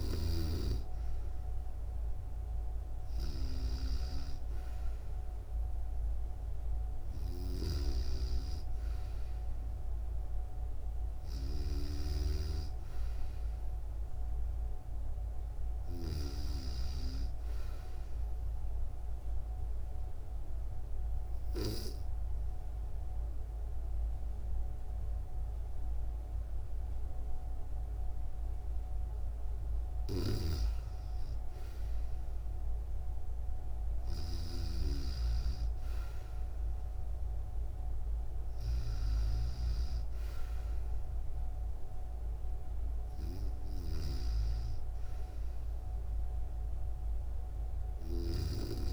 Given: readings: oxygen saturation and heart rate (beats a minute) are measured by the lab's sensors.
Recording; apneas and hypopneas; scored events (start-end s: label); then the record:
breathing in sleep by a room microphone; 1
0.00-15.50 s: snoring (device-marked)
17.50-30.00 s: obstructive apnea (oxygen 97% before, 94% lowest, heart rate 70 before, 63 extreme, up 1 after)
29.50-48.00 s: snoring (device-marked)
31.50-35.00 s: arousal
From the record:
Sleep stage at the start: N2 (light sleep); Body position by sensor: on the back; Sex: female